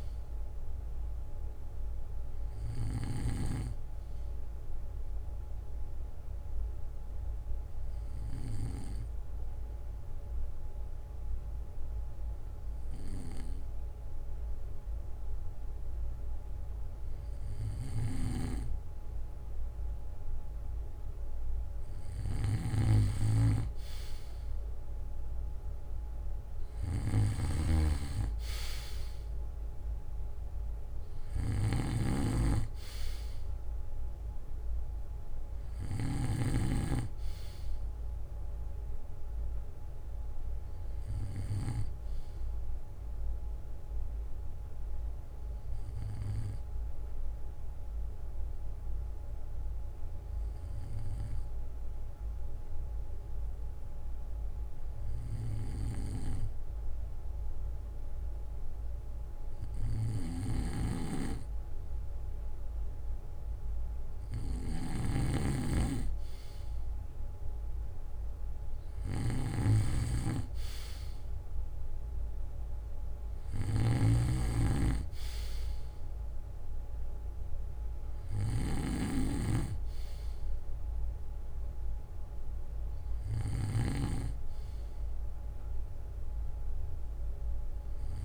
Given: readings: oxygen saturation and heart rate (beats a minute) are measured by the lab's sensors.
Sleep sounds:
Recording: breathing in sleep by a room microphone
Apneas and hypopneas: 2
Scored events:
5.50-17.50 s: obstructive apnea (oxygen 96% before, 94% lowest, heart rate 64 before, 56 extreme, up 10 after)
9.50-13.50 s: bradycardia (device-marked, heart rate 64 before, 56 extreme)
20.00-23.50 s: arousal
22.00-36.50 s: snoring (device-marked)
40.50-42.50 s: bradycardia (device-marked, heart rate 64 before, 60 extreme)
46.00-60.00 s: obstructive apnea (oxygen 96% before, 93% lowest, heart rate 64 before, 56 extreme, up 10 after)
50.50-52.50 s: bradycardia (device-marked, heart rate 64 before, 61 extreme)
55.50-57.50 s: bradycardia (device-marked, heart rate 64 before, 61 extreme)
60.50-84.00 s: snoring (device-marked)
68.00-71.50 s: arousal
From the record:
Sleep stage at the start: N2 (light sleep)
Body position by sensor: on the back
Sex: male

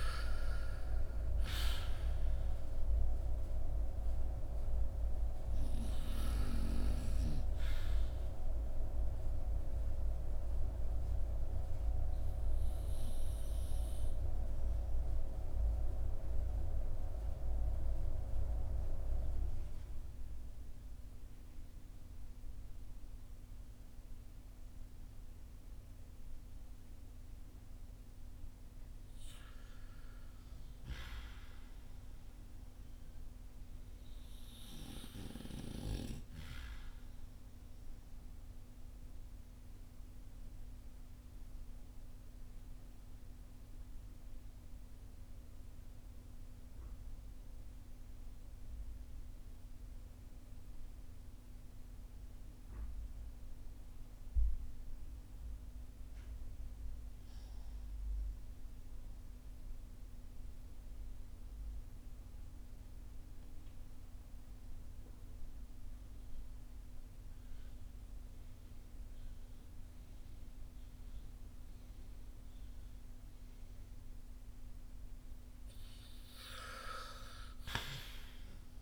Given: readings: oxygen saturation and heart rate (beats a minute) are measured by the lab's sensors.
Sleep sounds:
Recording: breathing in sleep by a room microphone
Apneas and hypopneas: 2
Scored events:
0.00-33.00 s: oxygen desaturation (device-marked, oxygen 78% lowest, heart rate 42 extreme)
8.50-26.50 s: obstructive apnea (oxygen 87% before, 78% lowest, heart rate 59 before, 42 extreme, up 2 after)
30.00-36.00 s: arousal
39.00-74.50 s: obstructive apnea (oxygen 97% before, 79% lowest, heart rate 45 before, 43 extreme, up 15 after)
47.00-58.00 s: oxygen desaturation (device-marked, oxygen 97% before, 92% lowest, heart rate 47 before, 43 extreme)
68.00-78.82 s: oxygen desaturation (device-marked, oxygen 93% before, 79% lowest, heart rate 46 before, 42 extreme)
77.00-78.82 s: arousal
From the record:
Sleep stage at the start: N2 (light sleep)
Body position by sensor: on the back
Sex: male

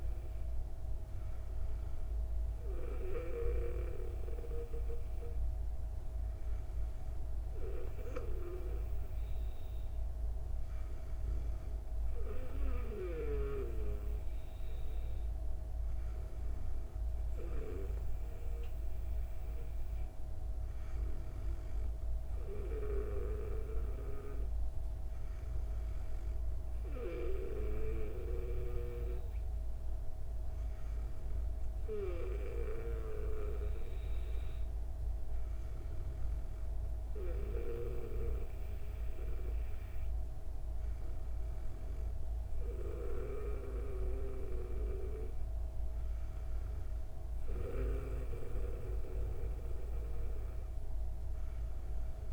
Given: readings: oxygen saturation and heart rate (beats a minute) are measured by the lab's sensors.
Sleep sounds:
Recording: breathing in sleep by a room microphone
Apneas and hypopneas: none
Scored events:
none scored
From the record:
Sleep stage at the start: N2 (light sleep)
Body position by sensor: on the back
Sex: female

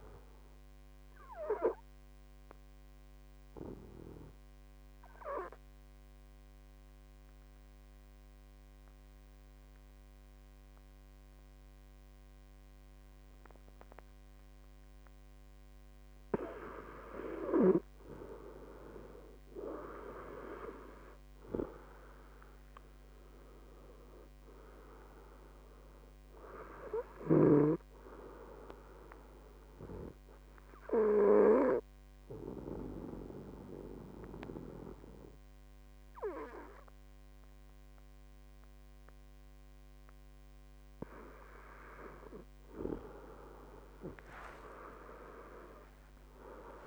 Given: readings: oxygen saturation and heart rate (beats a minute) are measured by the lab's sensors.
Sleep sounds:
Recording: breathing in sleep by a microphone on the trachea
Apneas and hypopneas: 2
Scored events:
1.50-15.50 s: obstructive apnea (oxygen 96% before, 94% lowest, heart rate 79 before, 67 extreme, up 7 after)
18.50-21.50 s: arousal
30.50-42.00 s: obstructive apnea (oxygen 97% before, 94% lowest, heart rate 75 before, 66 extreme, up 14 after)
From the record:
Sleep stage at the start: N2 (light sleep)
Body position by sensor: on the right side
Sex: male

